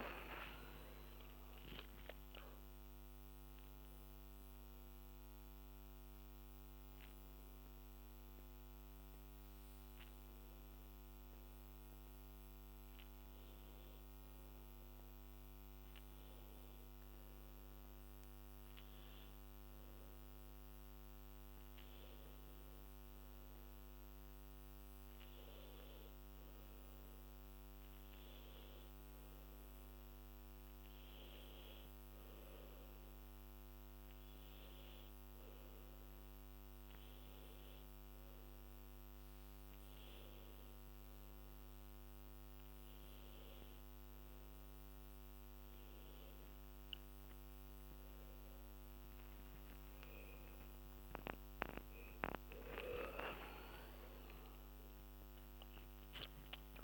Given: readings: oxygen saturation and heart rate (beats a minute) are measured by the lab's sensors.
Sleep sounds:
breathing in sleep by a microphone on the trachea; none
25.00-56.84 s: new sleep stage, N2 (light sleep)
48.50-52.50 s: arousal
From the record:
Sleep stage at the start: N1 (lightest sleep); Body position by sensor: on the back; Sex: female

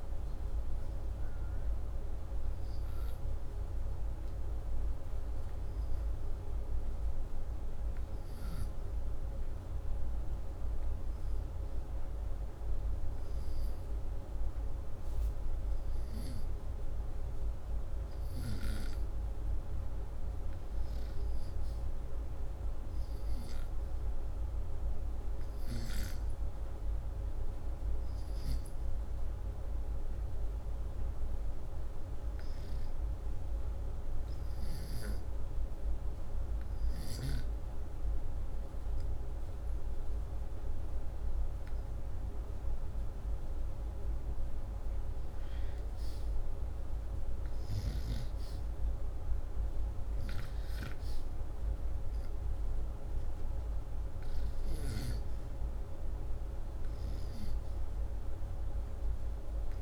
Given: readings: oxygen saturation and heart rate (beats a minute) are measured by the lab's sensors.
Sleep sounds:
breathing in sleep, hard to hear, by a room microphone; 1
0.00-7.00 s: oxygen desaturation (device-marked, oxygen 93% lowest, heart rate 74 extreme)
30.00-51.00 s: oxygen desaturation (device-marked, oxygen 97% before, 94% lowest, heart rate 78 before, 77 extreme)
37.00-47.00 s: hypopnea (oxygen 98% before, 89% lowest, heart rate 78 before, 78 extreme, up 1 after)
48.50-52.00 s: arousal
From the record:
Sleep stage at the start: REM sleep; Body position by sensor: upright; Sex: male

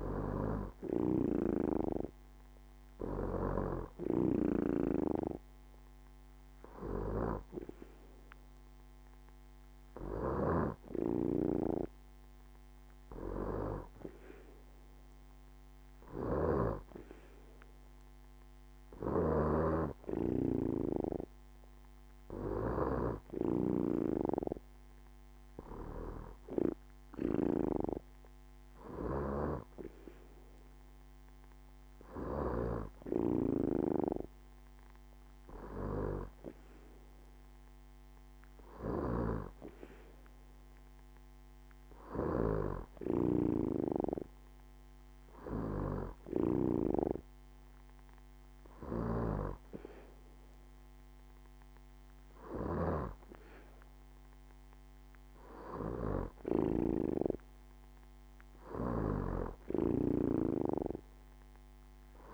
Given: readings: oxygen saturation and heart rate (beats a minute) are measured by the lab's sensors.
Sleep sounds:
breathing in sleep by a microphone on the trachea; none
none scored
From the record:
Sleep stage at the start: N2 (light sleep); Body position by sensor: on the back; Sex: female

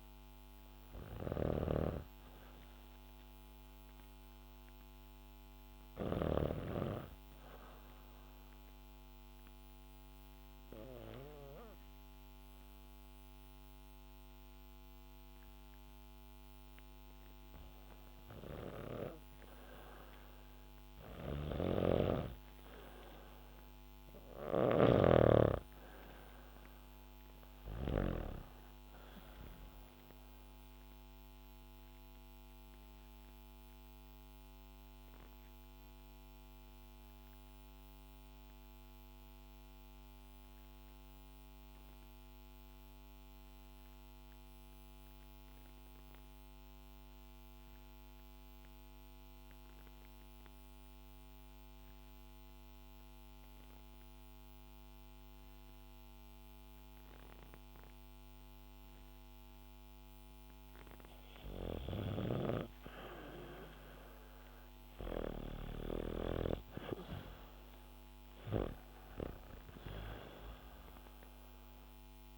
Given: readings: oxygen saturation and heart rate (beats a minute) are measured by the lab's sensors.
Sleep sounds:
breathing in sleep by a microphone on the trachea; 2
0.00-6.00 s: snoring (device-marked)
0.00-7.50 s: oxygen desaturation (device-marked, oxygen 88% lowest, heart rate 69 extreme)
7.50-17.50 s: obstructive apnea (oxygen 97% before, 86% lowest, heart rate 76 before, 70 extreme)
19.50-23.00 s: arousal
20.50-28.00 s: snoring (device-marked)
27.50-39.50 s: oxygen desaturation (device-marked, oxygen 99% before, 95% lowest, heart rate 74 before, 63 extreme)
30.50-59.50 s: obstructive apnea (oxygen 100% before, 86% lowest, heart rate 73 before, 63 extreme, up 6 after)
52.50-72.38 s: oxygen desaturation (device-marked, oxygen 98% before, 86% lowest, heart rate 71 before, 63 extreme)
61.50-66.00 s: snoring (device-marked)
63.00-67.00 s: arousal
From the record:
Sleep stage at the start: REM sleep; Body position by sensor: on the back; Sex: female

